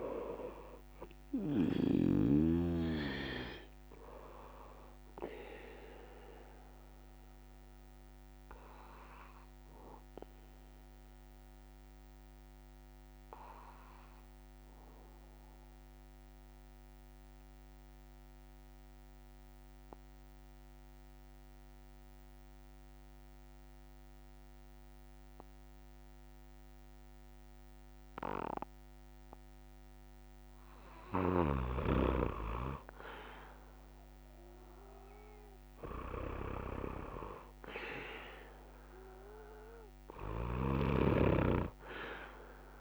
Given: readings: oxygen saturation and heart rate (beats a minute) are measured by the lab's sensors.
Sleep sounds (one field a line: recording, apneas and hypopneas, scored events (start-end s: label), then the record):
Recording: breathing in sleep by a microphone on the trachea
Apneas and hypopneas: 1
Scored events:
0.00-25.50 s: oxygen desaturation (device-marked, oxygen 93% lowest)
8.50-30.50 s: obstructive apnea (oxygen 99% before, 93% lowest)
31.00-42.81 s: snoring (device-marked)
41.50-42.81 s: oxygen desaturation (device-marked, oxygen 99% before, 94% lowest)
From the record:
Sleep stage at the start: N2 (light sleep)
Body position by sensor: on the back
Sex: male